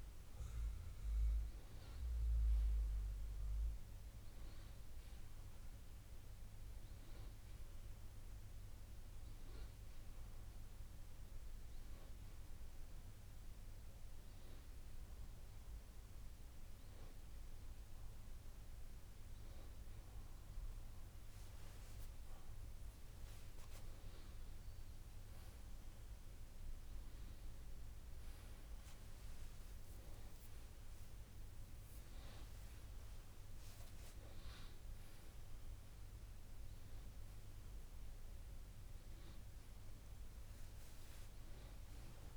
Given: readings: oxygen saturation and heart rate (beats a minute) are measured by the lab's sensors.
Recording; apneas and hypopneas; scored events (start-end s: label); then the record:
breathing in sleep, hard to hear, by a room microphone; none
28.00-32.00 s: arousal
From the record:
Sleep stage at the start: REM sleep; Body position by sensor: on the back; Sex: male